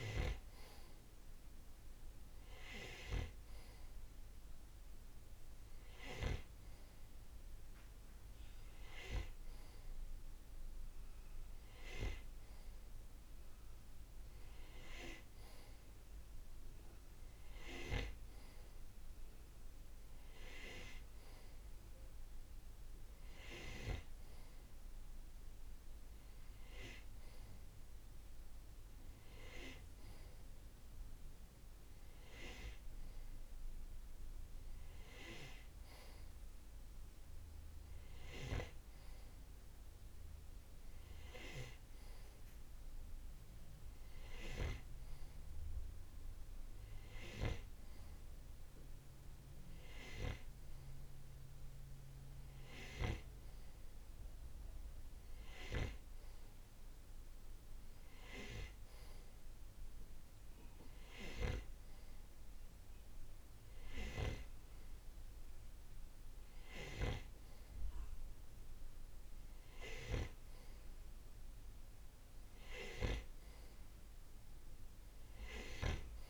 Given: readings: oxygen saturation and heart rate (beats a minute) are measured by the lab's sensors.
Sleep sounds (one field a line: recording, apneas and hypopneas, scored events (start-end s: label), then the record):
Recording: breathing in sleep by a room microphone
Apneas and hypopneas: none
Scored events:
none scored
From the record:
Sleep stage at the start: N2 (light sleep)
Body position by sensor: on the right side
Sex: male